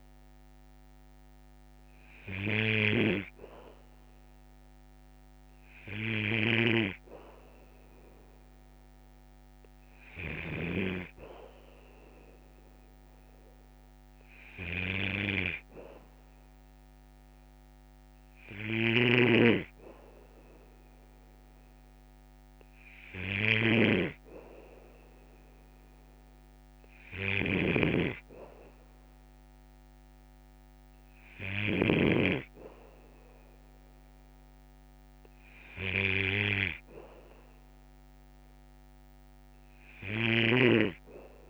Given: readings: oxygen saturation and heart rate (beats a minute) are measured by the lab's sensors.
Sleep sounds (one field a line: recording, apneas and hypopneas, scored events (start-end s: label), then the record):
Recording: breathing in sleep by a microphone on the trachea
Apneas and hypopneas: none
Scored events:
2.50-10.50 s: snoring (device-marked)
18.50-32.00 s: snoring (device-marked)
40.00-41.50 s: snoring (device-marked)
From the record:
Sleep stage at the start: N2 (light sleep)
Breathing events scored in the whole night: 132 in 5.2 hours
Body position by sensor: on the back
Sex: male